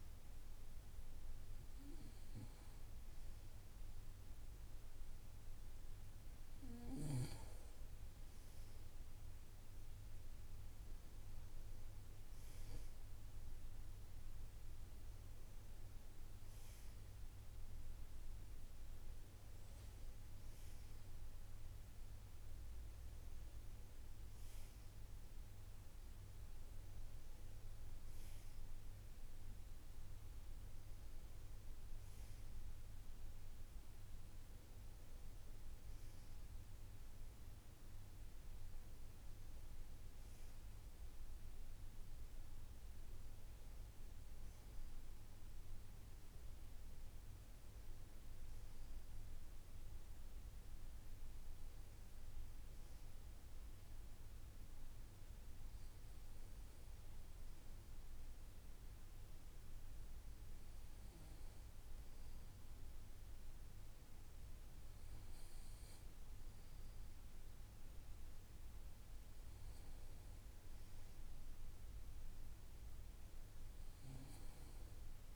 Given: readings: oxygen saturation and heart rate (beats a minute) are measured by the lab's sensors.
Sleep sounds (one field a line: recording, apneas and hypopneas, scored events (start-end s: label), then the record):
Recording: breathing in sleep, hard to hear, by a room microphone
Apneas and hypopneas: none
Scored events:
none scored
From the record:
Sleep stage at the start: N2 (light sleep)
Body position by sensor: on the right side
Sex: male